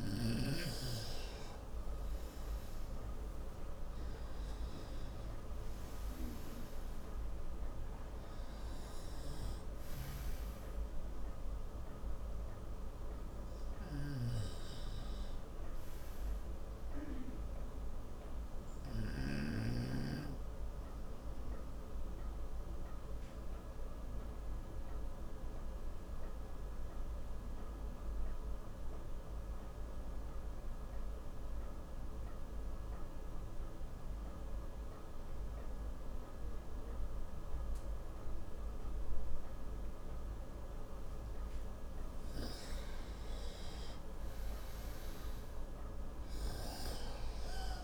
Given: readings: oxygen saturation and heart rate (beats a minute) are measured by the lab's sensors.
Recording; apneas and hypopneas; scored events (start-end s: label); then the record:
breathing in sleep by a room microphone; 1
0.00-1.00 s: arousal
0.00-1.00 s: snoring (device-marked)
14.50-32.50 s: oxygen desaturation (device-marked, oxygen 95% before, 90% lowest, heart rate 72 before, 64 extreme)
20.00-41.50 s: obstructive apnea (oxygen 97% before, 89% lowest, heart rate 71 before, 64 extreme, up 5 after)
44.50-47.84 s: arousal
From the record:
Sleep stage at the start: N2 (light sleep); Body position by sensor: on the right side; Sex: male